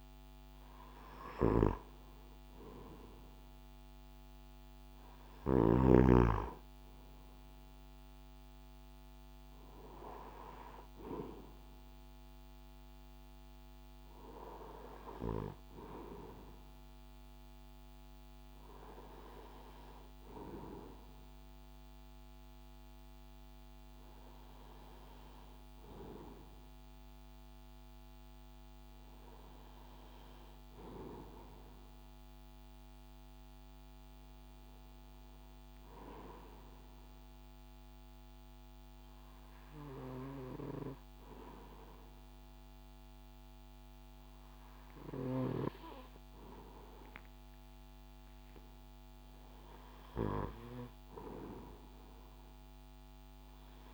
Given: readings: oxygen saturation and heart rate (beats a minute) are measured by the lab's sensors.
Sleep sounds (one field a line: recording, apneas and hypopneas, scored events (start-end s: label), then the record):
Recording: breathing in sleep by a microphone on the trachea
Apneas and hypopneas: 1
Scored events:
0.00-1.50 s: arousal
38.00-49.00 s: hypopnea (oxygen 96% before, 94% lowest, heart rate 67 before, 64 extreme, up 3 after)
50.50-53.94 s: arousal
From the record:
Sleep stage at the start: REM sleep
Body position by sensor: on the right side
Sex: male